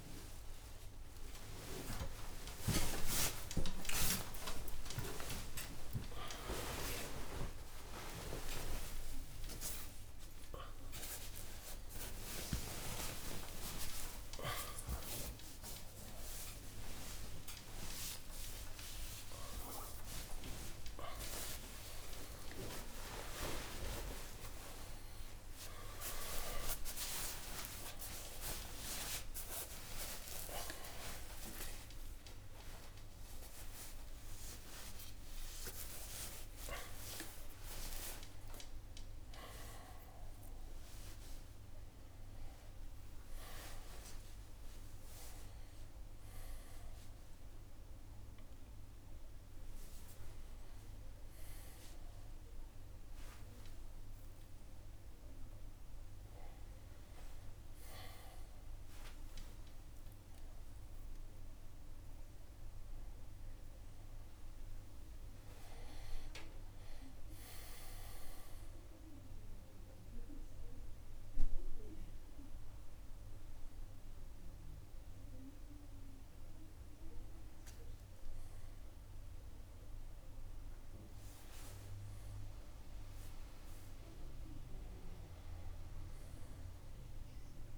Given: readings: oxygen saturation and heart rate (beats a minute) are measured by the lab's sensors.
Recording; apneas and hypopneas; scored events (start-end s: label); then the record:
a person awake in a sleep study, by a room microphone; none
0.00-6.00 s: drop in pulse transit time (device-marked, heart rate 70 extreme)
0.00-21.00 s: oxygen desaturation (device-marked, oxygen 95% before, 84% lowest)
13.00-23.00 s: drop in pulse transit time (device-marked, heart rate 103 before, 125 extreme)
68.00-81.00 s: drop in pulse transit time (device-marked, heart rate 80 before, 77 extreme)
From the record:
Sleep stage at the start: awake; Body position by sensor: on the right side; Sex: male